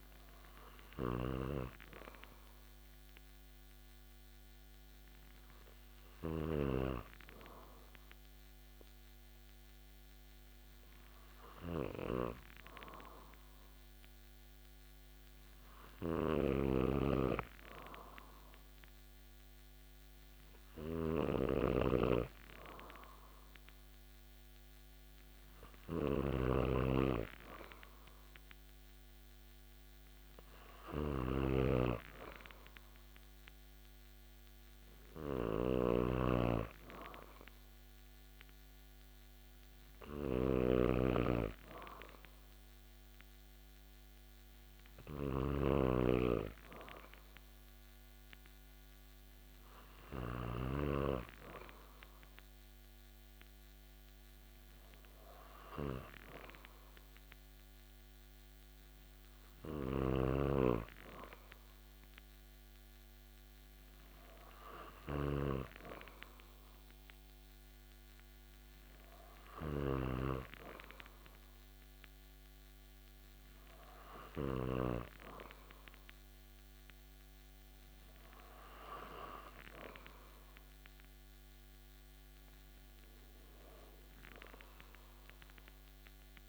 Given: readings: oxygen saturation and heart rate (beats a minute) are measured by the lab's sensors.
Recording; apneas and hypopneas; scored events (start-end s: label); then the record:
breathing in sleep by a microphone on the trachea; 1
1.00-6.50 s: snoring (device-marked)
1.50-4.50 s: arousal
6.50-20.00 s: hypopnea (oxygen 95% before, 93% lowest)
16.00-50.50 s: snoring (device-marked)
22.50-26.00 s: arousal
23.50-46.50 s: oxygen desaturation (device-marked, oxygen 97% before, 93% lowest)
60.00-70.00 s: snoring (device-marked)
From the record:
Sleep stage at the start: N2 (light sleep); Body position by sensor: on the back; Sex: male